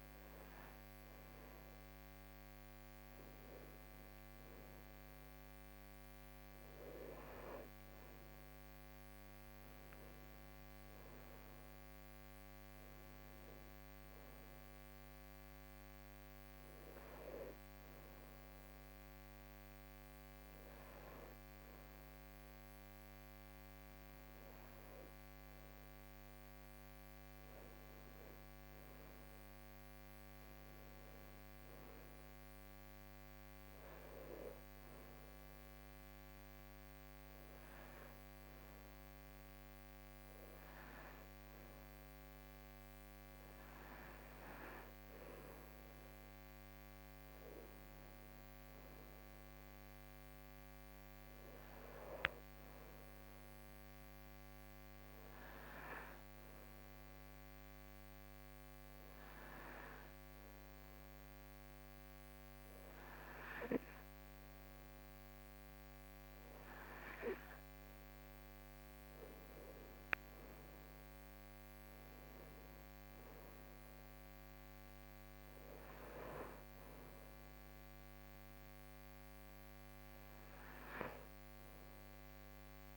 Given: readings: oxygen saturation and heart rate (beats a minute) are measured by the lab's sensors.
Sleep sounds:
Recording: breathing in sleep by a microphone on the trachea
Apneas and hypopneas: 1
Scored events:
48.50-51.50 s: arousal
55.00-67.50 s: hypopnea (oxygen 95% before, 92% lowest, heart rate 82 before, 74 extreme, up 8 after)
69.50-73.00 s: arousal
From the record:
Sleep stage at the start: N2 (light sleep)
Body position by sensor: on the right side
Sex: female

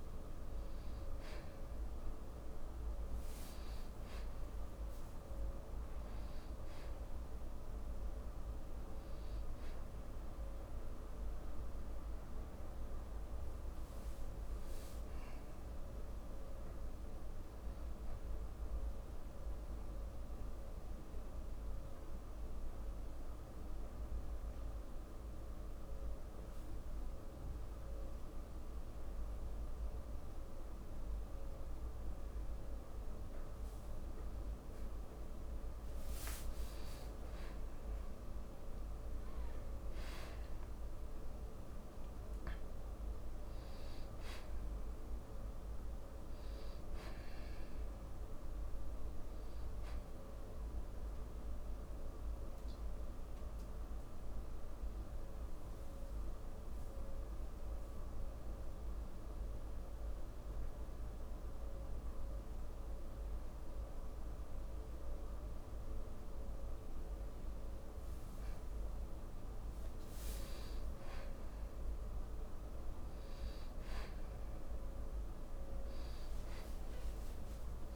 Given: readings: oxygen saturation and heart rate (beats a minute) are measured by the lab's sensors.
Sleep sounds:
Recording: breathing in sleep, hard to hear, by a room microphone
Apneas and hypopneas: 2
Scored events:
0.00-15.00 s: oxygen desaturation (device-marked, oxygen 93% lowest, heart rate 55 extreme)
20.50-33.50 s: mixed apnea (oxygen 97% before, 93% lowest, heart rate 60 before, 55 extreme, up 10 after)
37.00-62.00 s: oxygen desaturation (device-marked, oxygen 97% before, 93% lowest, heart rate 56 before, 55 extreme)
37.50-41.00 s: arousal
52.00-68.00 s: obstructive apnea (oxygen 97% before, 93% lowest, heart rate 61 before, 55 extreme, up 0 after)
72.00-77.00 s: arousal
75.00-77.96 s: oxygen desaturation (device-marked, oxygen 97% before, 93% lowest, heart rate 55 before, 45 extreme)
From the record:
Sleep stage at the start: N2 (light sleep)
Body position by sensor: on the back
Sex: male

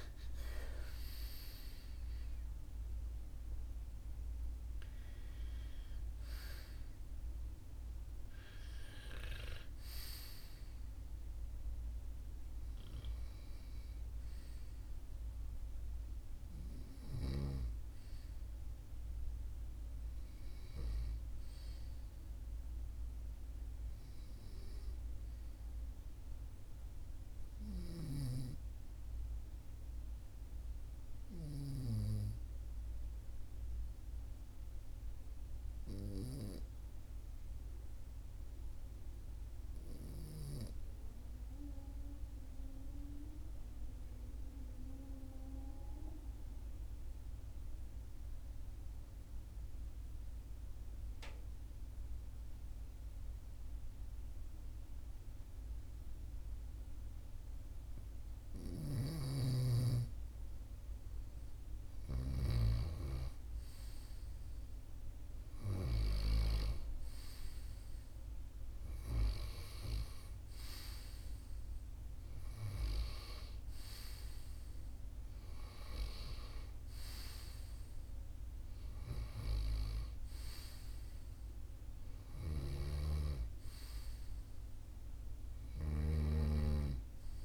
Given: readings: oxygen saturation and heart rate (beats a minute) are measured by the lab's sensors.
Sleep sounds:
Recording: breathing in sleep by a room microphone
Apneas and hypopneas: 1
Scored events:
0.00-27.00 s: oxygen desaturation (device-marked, oxygen 93% lowest, heart rate 42 extreme)
0.50-4.50 s: arousal
30.00-58.50 s: obstructive apnea (oxygen 99% before, 94% lowest, heart rate 44 before, 42 extreme, up 3 after)
60.50-64.00 s: arousal
61.00-87.45 s: oxygen desaturation (device-marked, oxygen 98% before, 94% lowest, heart rate 43 before, 43 extreme)
From the record:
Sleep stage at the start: N2 (light sleep)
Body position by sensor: on the right side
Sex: male

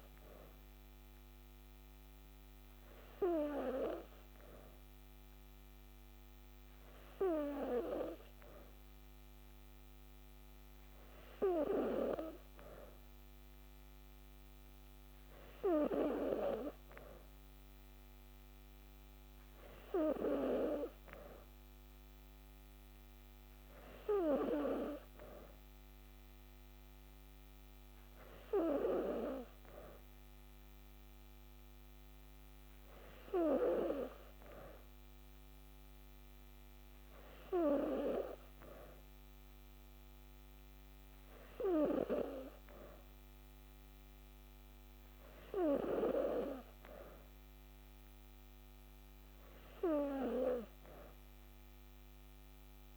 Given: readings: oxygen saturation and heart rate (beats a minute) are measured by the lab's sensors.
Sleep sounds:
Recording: breathing in sleep by a microphone on the trachea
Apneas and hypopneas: none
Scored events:
none scored
From the record:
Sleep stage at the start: N2 (light sleep)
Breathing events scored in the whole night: 105 in 6.2 hours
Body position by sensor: on the back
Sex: female

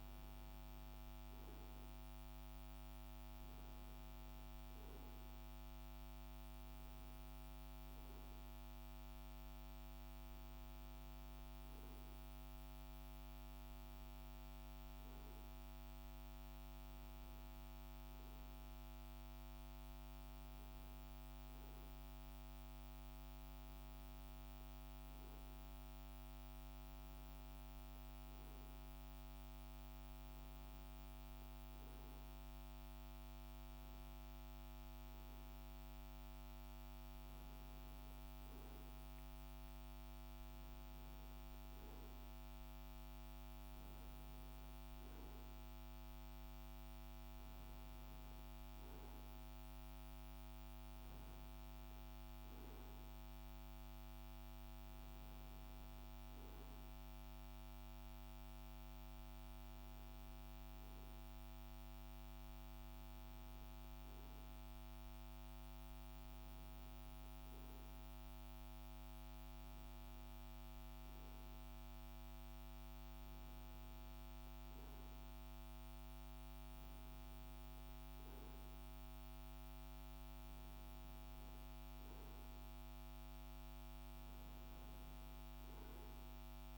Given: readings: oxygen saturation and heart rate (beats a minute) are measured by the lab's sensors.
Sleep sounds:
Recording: breathing in sleep, hard to hear, by a microphone on the trachea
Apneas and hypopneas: none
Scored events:
none scored
From the record:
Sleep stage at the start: N2 (light sleep)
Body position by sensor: on the right side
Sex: male

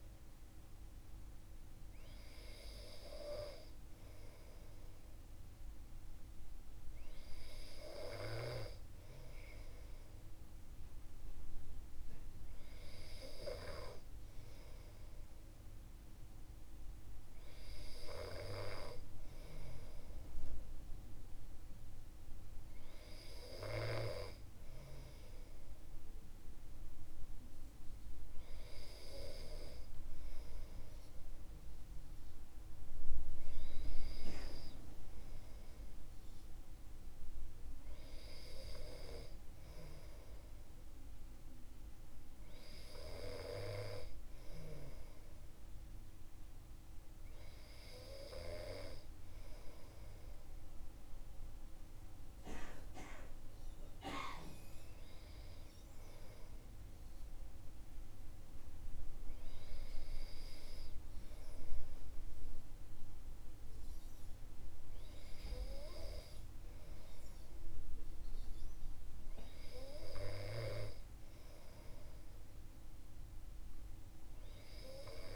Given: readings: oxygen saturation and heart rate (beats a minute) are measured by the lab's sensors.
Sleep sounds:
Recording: breathing in sleep by a room microphone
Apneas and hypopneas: none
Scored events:
none scored
From the record:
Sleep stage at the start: N2 (light sleep)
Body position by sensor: on the back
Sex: male

